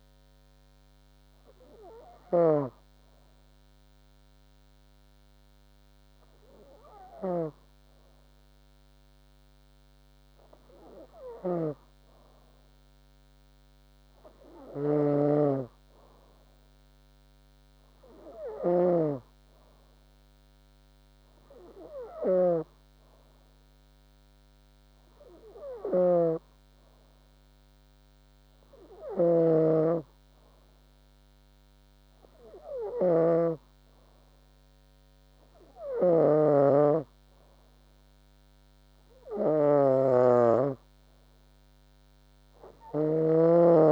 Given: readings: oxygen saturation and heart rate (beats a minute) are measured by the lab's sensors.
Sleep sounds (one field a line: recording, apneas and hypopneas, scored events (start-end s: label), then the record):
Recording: breathing in sleep by a microphone on the trachea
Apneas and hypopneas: none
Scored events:
none scored
From the record:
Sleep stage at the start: N2 (light sleep)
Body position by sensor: on the back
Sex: female